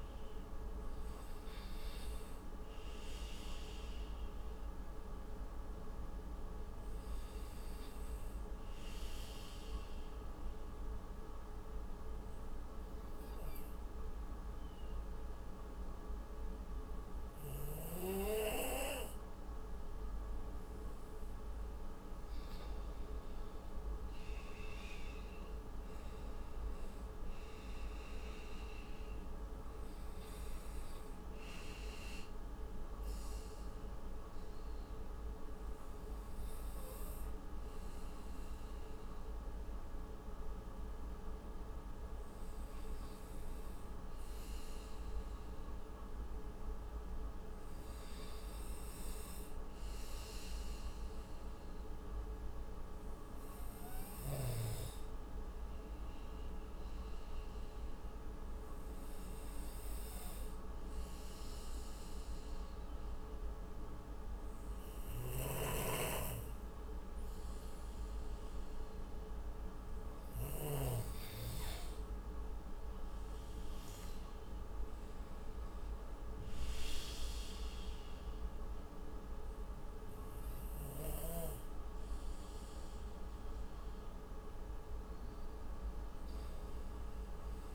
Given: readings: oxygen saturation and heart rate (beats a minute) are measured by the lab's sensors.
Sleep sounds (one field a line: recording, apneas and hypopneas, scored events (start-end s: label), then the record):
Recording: breathing in sleep, hard to hear, by a room microphone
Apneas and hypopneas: 2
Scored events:
0.00-7.50 s: oxygen desaturation (device-marked, oxygen 90% lowest, heart rate 57 extreme)
2.00-21.50 s: obstructive apnea (oxygen 95% before, 90% lowest, heart rate 64 before, 45 extreme, up 22 after)
24.00-26.50 s: arousal
28.50-44.50 s: oxygen desaturation (device-marked, oxygen 94% before, 90% lowest, heart rate 63 before, 39 extreme)
32.00-69.00 s: obstructive apnea (oxygen 95% before, 89% lowest, heart rate 64 before, 39 extreme, up 42 after)
70.50-73.00 s: arousal
From the record:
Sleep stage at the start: N2 (light sleep)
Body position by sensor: on the right side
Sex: male